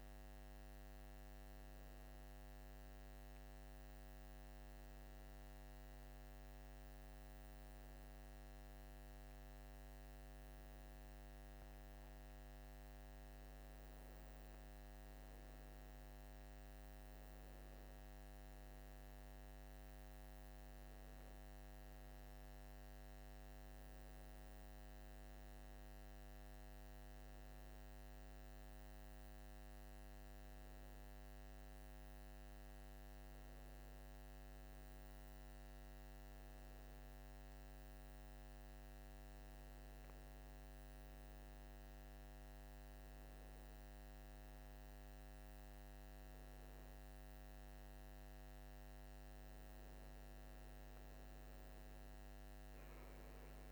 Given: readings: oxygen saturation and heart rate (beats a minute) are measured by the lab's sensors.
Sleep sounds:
a person awake in a sleep study, hard to hear, by a microphone on the trachea; none
none scored
From the record:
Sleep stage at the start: awake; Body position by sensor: on the right side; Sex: male

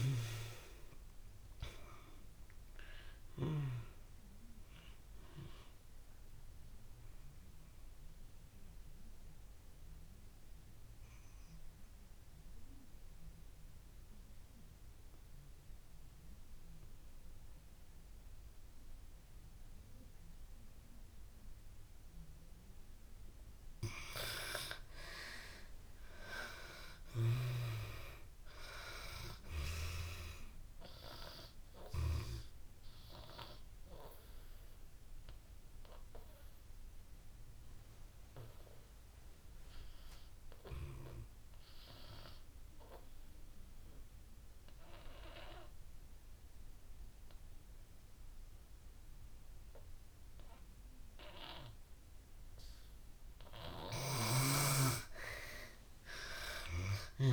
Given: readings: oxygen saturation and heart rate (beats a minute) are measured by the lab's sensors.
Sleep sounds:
breathing in sleep by a room microphone; 2
0.00-26.00 s: oxygen desaturation (device-marked, oxygen 97% before, 78% lowest)
6.50-24.50 s: obstructive apnea (oxygen 97% before, 76% lowest)
26.50-29.00 s: arousal
28.00-50.00 s: oxygen desaturation (device-marked, oxygen 97% before, 80% lowest)
32.00-53.00 s: obstructive apnea (oxygen 97% before, 76% lowest)
52.00-57.33 s: oxygen desaturation (device-marked, oxygen 95% before, 76% lowest)
From the record:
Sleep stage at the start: N2 (light sleep); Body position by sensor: on the back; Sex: female

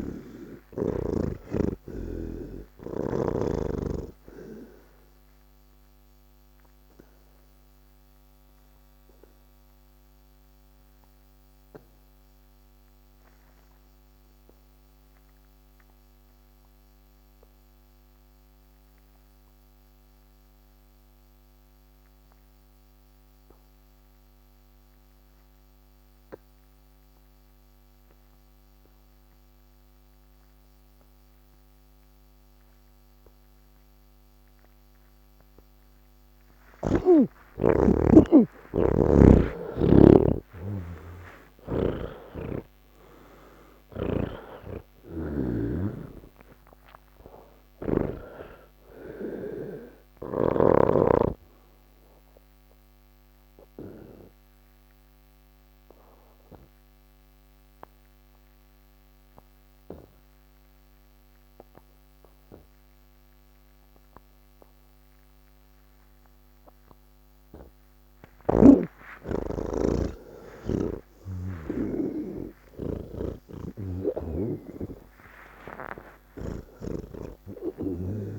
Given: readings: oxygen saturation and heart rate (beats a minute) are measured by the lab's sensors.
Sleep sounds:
breathing in sleep by a microphone on the trachea; 1
0.00-20.00 s: oxygen desaturation (device-marked, oxygen 78% lowest, heart rate 60 extreme)
5.50-37.00 s: obstructive apnea (oxygen 98% before, 77% lowest, heart rate 145 before, 60 extreme)
22.00-65.00 s: oxygen desaturation (device-marked, oxygen 99% before, 77% lowest, heart rate 121 before, 84 extreme)
42.00-46.00 s: snoring (device-marked)
73.50-77.00 s: snoring (device-marked)
74.00-78.38 s: oxygen desaturation (device-marked, oxygen 99% before, 86% lowest, heart rate 133 before, 115 extreme)
From the record:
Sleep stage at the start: N1 (lightest sleep); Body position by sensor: on the back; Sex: male

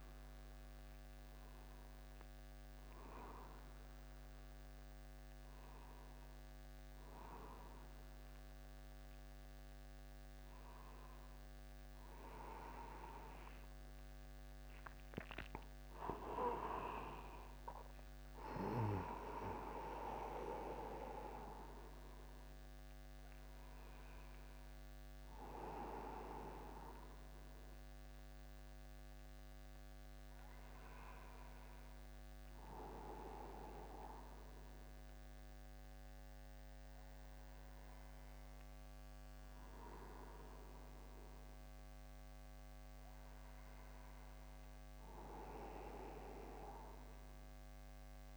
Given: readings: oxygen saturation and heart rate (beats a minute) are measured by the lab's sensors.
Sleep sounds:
breathing in sleep by a microphone on the trachea; none
1.00-3.00 s: long interval between heartbeats (device-marked, heart rate 51 before, 73 extreme)
13.50-15.50 s: long interval between heartbeats (device-marked, heart rate 62 before, 70 extreme)
15.00-20.00 s: arousal
18.50-42.50 s: oxygen desaturation (device-marked, oxygen 96% before, 93% lowest, heart rate 67 before, 49 extreme)
45.50-48.37 s: arousal
From the record:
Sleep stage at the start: N1 (lightest sleep); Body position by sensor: upright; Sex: male

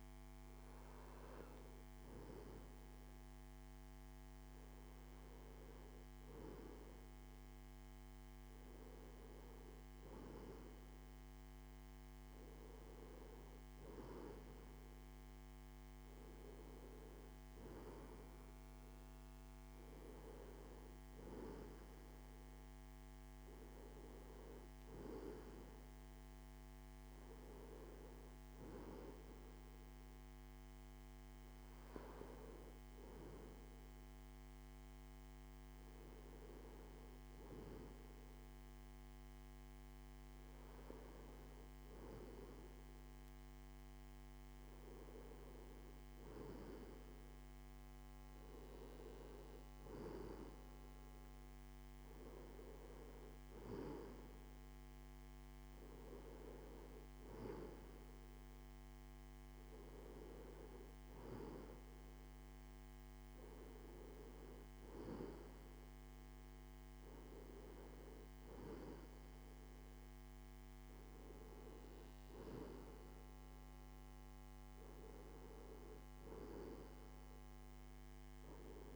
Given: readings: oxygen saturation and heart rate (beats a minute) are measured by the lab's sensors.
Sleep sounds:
breathing in sleep by a microphone on the trachea; none
none scored
From the record:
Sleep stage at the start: N2 (light sleep); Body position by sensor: on the left side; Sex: male

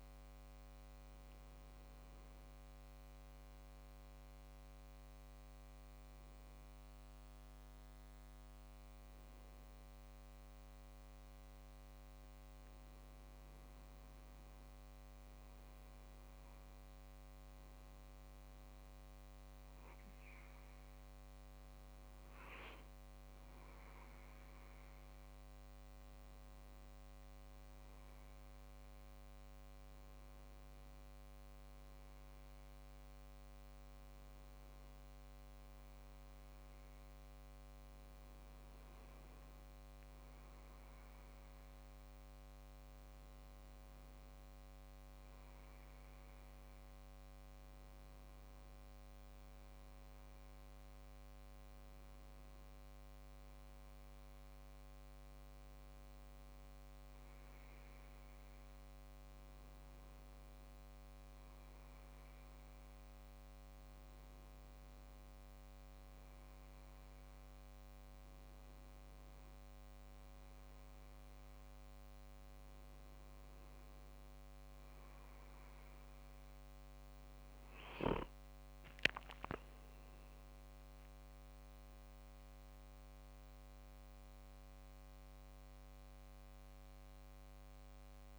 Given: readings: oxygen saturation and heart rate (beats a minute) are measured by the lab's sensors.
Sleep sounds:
breathing in sleep, hard to hear, by a microphone on the trachea; none
12.50-14.50 s: leg movement (device-marked)
From the record:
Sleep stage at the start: N2 (light sleep); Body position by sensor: on the back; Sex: male

